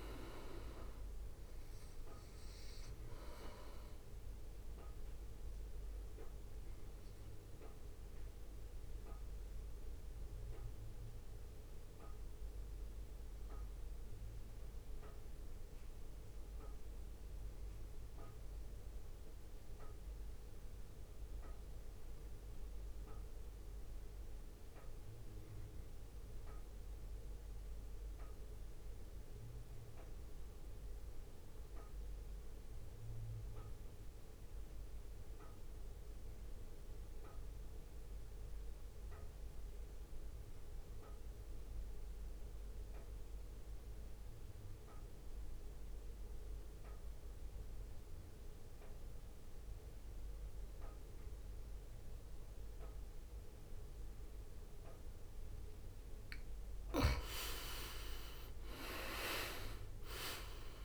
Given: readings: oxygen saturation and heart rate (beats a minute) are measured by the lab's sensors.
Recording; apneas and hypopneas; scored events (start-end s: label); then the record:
breathing in sleep by a room microphone; 1
0.00-9.50 s: drop in pulse transit time (device-marked, heart rate 53 extreme)
0.00-9.50 s: oxygen desaturation (device-marked, oxygen 89% lowest, heart rate 52 extreme)
5.00-55.00 s: mixed apnea (oxygen 100% before, 84% lowest, heart rate 58 before, 51 extreme, up 8 after)
39.50-60.85 s: oxygen desaturation (device-marked, oxygen 98% before, 89% lowest, heart rate 62 before, 51 extreme)
From the record:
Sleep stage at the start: N2 (light sleep); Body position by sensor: on the right side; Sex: male